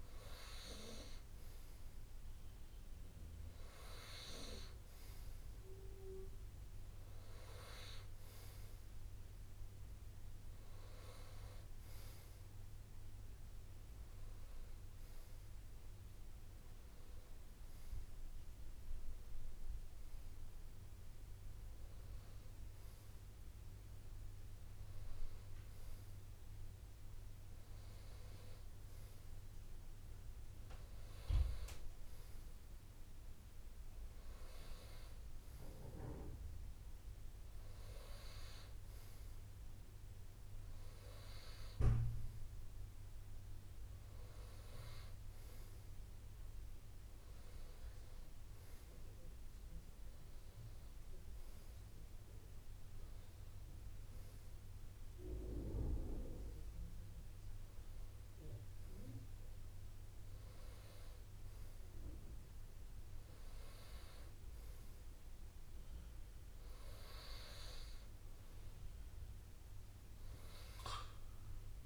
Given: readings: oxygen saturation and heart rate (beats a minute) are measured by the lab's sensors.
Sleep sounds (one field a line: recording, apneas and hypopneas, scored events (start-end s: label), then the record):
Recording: breathing in sleep by a room microphone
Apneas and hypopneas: none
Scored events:
30.00-32.00 s: long interval between heartbeats (device-marked, heart rate 63 before, 71 extreme)
From the record:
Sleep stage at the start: N2 (light sleep)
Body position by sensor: on the right side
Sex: male